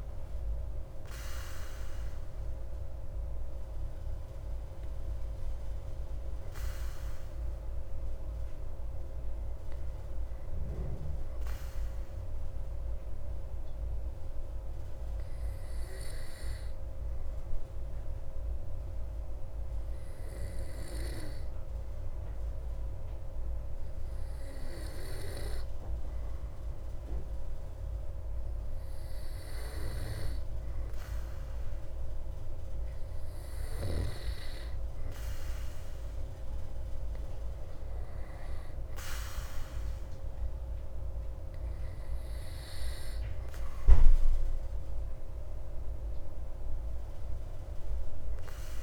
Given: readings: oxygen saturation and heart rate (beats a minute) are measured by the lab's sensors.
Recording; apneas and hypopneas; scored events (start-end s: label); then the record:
breathing in sleep, hard to hear, by a room microphone; 1
6.00-30.50 s: hypopnea (oxygen 98% before, 95% lowest)
33.50-37.50 s: arousal
From the record:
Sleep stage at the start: N2 (light sleep); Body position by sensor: on the back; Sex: male